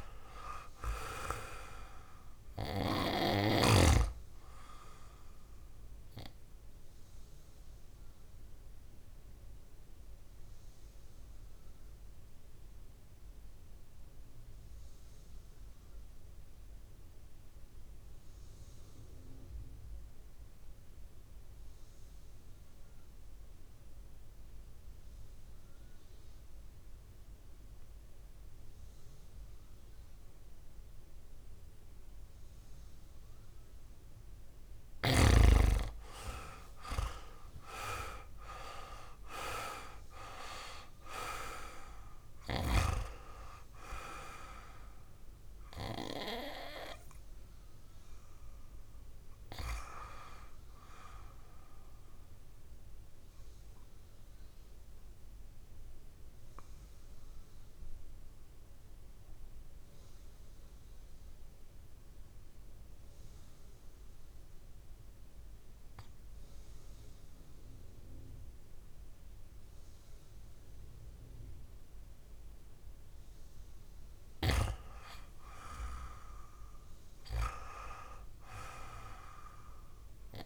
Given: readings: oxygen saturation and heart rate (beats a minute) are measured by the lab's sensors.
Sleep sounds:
breathing in sleep by a room microphone; 2
0.00-18.00 s: oxygen desaturation (device-marked, oxygen 88% lowest, heart rate 53 extreme)
6.50-33.00 s: obstructive apnea (oxygen 99% before, 88% lowest, heart rate 61 before, 53 extreme, up 6 after)
30.00-59.00 s: oxygen desaturation (device-marked, oxygen 99% before, 89% lowest, heart rate 56 before, 54 extreme)
36.00-40.00 s: arousal
54.50-72.50 s: obstructive apnea (oxygen 98% before, 90% lowest, heart rate 60 before, 55 extreme, up 5 after)
75.00-78.00 s: arousal
76.00-80.46 s: oxygen desaturation (device-marked, oxygen 99% before, 93% lowest, heart rate 56 before, 55 extreme)
From the record:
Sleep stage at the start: N2 (light sleep); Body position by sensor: on the back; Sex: male

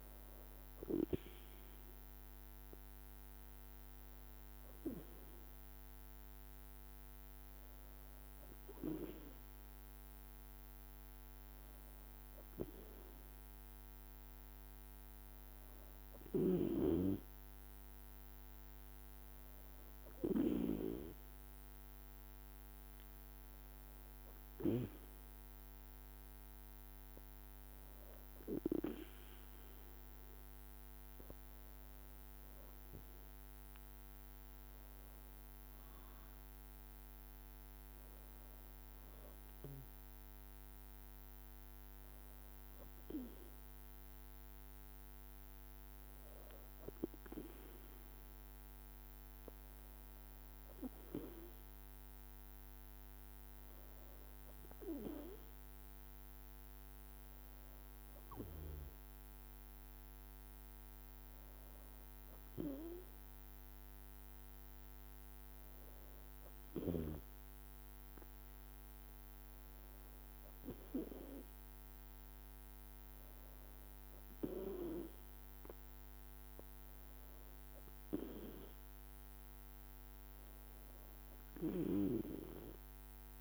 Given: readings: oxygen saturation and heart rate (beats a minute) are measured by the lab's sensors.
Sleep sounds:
breathing in sleep by a microphone on the trachea; 1
19.00-30.00 s: hypopnea (oxygen 95% before, 94% lowest, heart rate 58 before, 56 extreme, up 3 after)
32.50-36.50 s: arousal
36.00-46.00 s: drop in pulse transit time (device-marked, heart rate 59 before, 58 extreme)
From the record:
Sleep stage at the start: N2 (light sleep); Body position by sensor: on the back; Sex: female

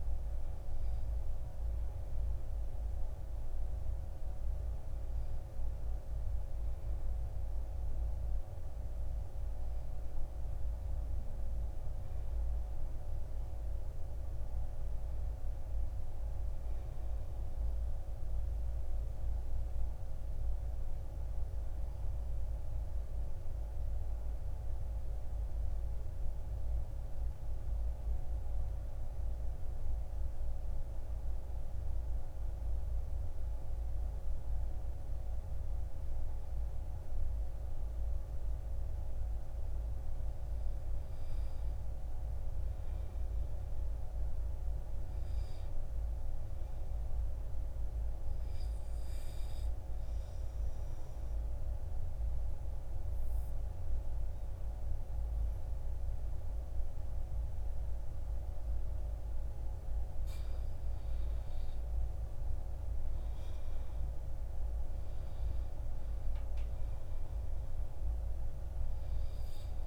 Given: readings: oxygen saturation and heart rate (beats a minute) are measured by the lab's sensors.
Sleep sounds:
breathing in sleep, hard to hear, by a room microphone; 2
0.00-16.50 s: oxygen desaturation (device-marked, oxygen 90% lowest, heart rate 52 extreme)
17.50-20.50 s: arousal
23.00-39.00 s: obstructive apnea (oxygen 98% before, 92% lowest, heart rate 56 before, 52 extreme, up 8 after)
41.50-45.00 s: arousal
49.50-66.50 s: oxygen desaturation (device-marked, oxygen 98% before, 92% lowest, heart rate 56 before, 52 extreme)
50.00-60.50 s: obstructive apnea (oxygen 98% before, 92% lowest, heart rate 56 before, 52 extreme, up 7 after)
64.00-68.00 s: arousal
From the record:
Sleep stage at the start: N2 (light sleep); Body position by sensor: on the back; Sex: male

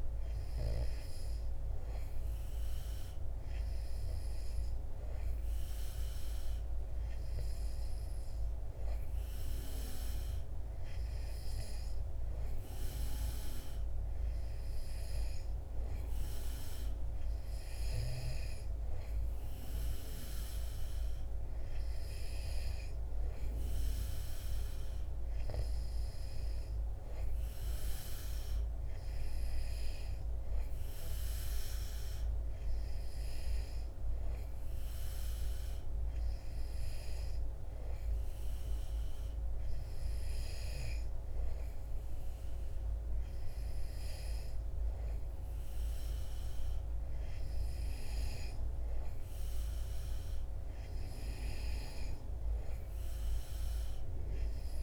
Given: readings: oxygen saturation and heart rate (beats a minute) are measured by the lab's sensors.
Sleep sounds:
breathing in sleep, hard to hear, by a room microphone; none
none scored
From the record:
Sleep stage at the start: N2 (light sleep); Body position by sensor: on the back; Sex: male

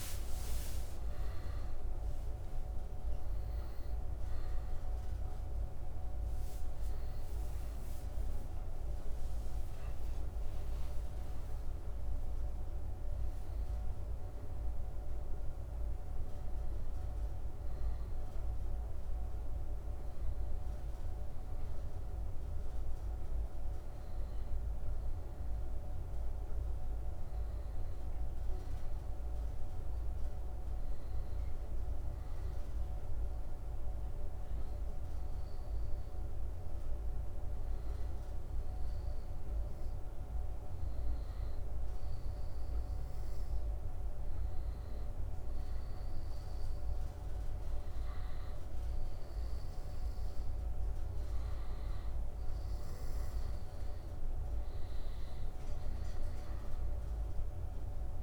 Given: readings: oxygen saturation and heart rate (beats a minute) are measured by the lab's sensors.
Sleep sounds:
breathing in sleep, hard to hear, by a room microphone; none
none scored
From the record:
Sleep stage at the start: N1 (lightest sleep); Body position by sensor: on the back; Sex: male

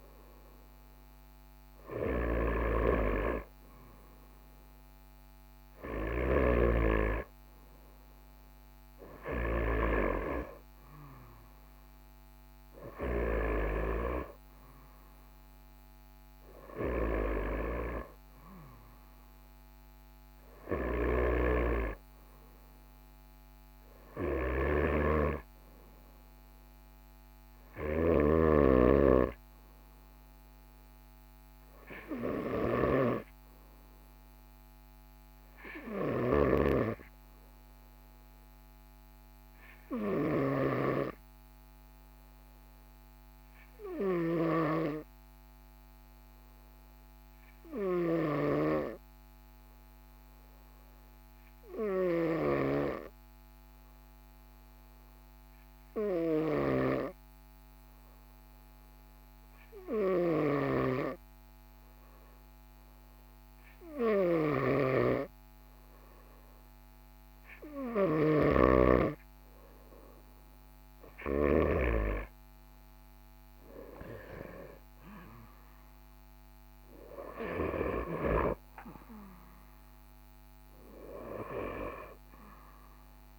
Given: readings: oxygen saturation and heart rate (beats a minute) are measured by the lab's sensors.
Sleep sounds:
breathing in sleep by a microphone on the trachea; 1
0.00-1.00 s: arousal
28.00-48.50 s: snoring (device-marked)
38.00-67.50 s: obstructive apnea (oxygen 98% before, 94% lowest, heart rate 44 before, 43 extreme, up 2 after)
60.00-72.00 s: snoring (device-marked)
70.00-74.00 s: arousal
72.00-83.39 s: oxygen desaturation (device-marked, oxygen 98% before, 94% lowest, heart rate 43 before, 43 extreme)
From the record:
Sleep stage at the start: N2 (light sleep); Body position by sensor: on the right side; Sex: male

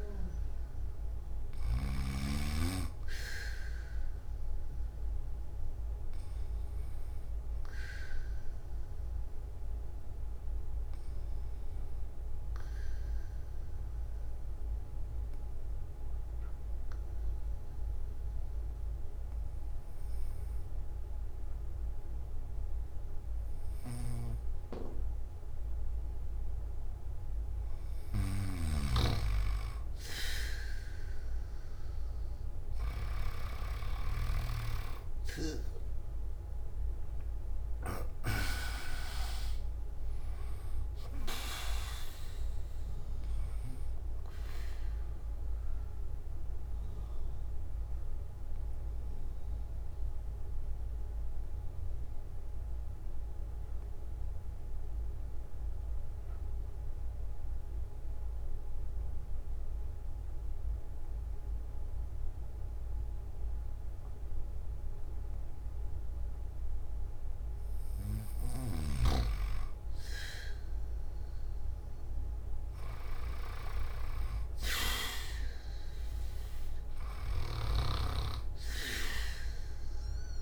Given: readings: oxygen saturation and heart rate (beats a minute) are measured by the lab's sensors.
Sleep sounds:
breathing in sleep by a room microphone; 2
0.00-2.00 s: snoring (device-marked)
0.00-21.00 s: oxygen desaturation (device-marked, oxygen 94% lowest)
6.50-27.50 s: obstructive apnea (oxygen 99% before, 93% lowest)
28.50-33.00 s: snoring (device-marked)
34.00-50.00 s: oxygen desaturation (device-marked, oxygen 99% before, 93% lowest)
44.00-67.50 s: obstructive apnea (oxygen 99% before, 93% lowest)
52.00-66.00 s: oxygen desaturation (device-marked, oxygen 96% before, 93% lowest)
68.50-80.42 s: snoring (device-marked)
From the record:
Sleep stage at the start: N3 (deep sleep); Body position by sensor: on the back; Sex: male

